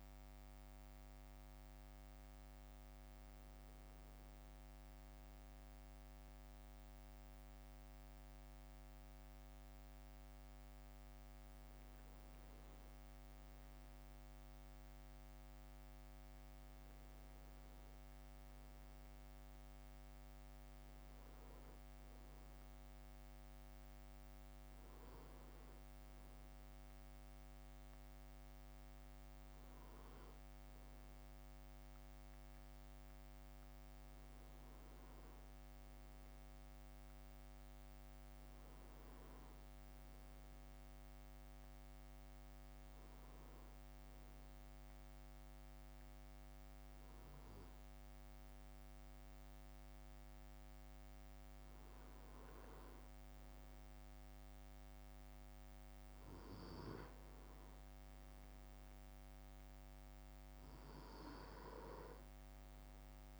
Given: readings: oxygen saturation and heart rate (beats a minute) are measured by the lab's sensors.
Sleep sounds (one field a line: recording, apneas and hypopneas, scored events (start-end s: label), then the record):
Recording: breathing in sleep, hard to hear, by a microphone on the trachea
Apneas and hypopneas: none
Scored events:
35.00-39.00 s: arousal
From the record:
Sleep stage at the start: N2 (light sleep)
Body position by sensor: on the back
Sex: male